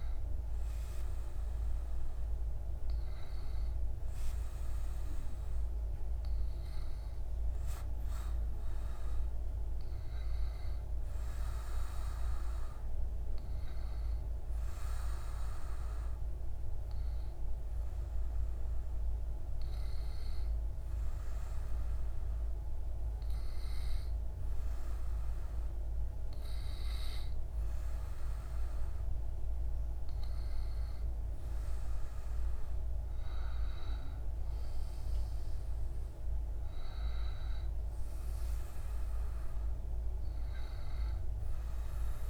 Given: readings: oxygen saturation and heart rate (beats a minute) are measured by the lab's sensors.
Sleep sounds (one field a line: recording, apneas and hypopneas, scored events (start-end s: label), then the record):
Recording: breathing in sleep, hard to hear, by a room microphone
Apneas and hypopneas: 1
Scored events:
13.00-30.00 s: hypopnea (oxygen 95% before, 94% lowest)
31.50-36.00 s: arousal
From the record:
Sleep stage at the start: N2 (light sleep)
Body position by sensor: on the back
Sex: male